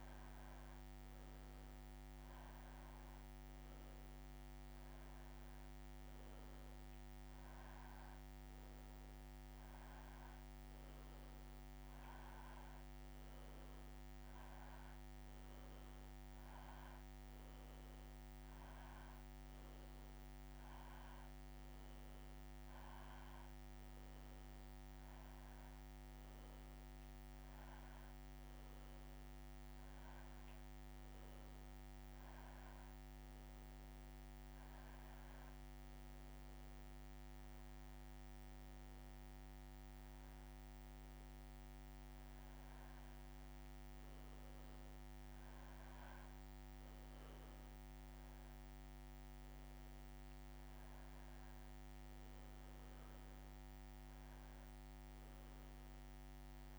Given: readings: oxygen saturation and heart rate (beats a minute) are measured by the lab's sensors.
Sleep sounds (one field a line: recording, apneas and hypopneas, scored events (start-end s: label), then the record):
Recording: breathing in sleep, hard to hear, by a microphone on the trachea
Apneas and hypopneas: none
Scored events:
46.00-49.50 s: arousal
From the record:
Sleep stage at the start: N2 (light sleep)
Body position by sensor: on the back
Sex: male